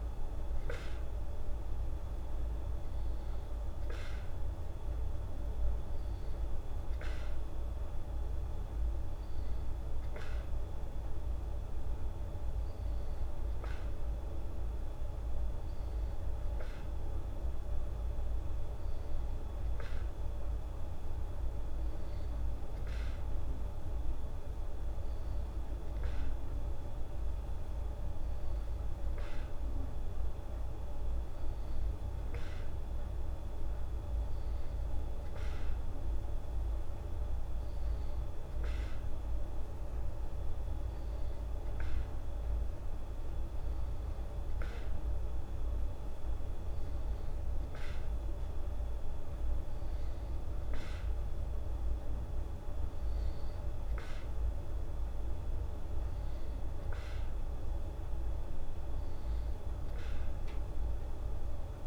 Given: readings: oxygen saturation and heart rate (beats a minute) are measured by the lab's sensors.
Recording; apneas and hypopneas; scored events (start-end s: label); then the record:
breathing in sleep, hard to hear, by a room microphone; none
none scored
From the record:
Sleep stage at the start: N2 (light sleep); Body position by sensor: on the back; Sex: female